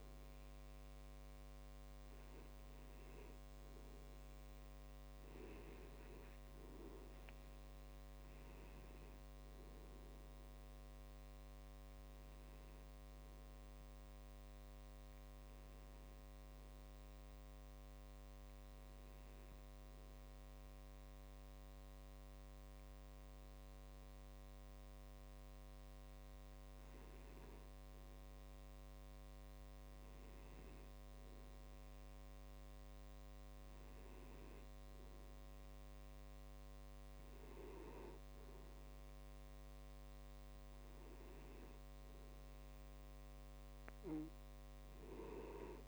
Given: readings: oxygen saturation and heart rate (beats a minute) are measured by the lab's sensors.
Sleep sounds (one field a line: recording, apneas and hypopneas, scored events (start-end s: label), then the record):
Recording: breathing in sleep, hard to hear, by a microphone on the trachea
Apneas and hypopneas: none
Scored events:
none scored
From the record:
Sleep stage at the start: N2 (light sleep)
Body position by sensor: on the back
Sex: male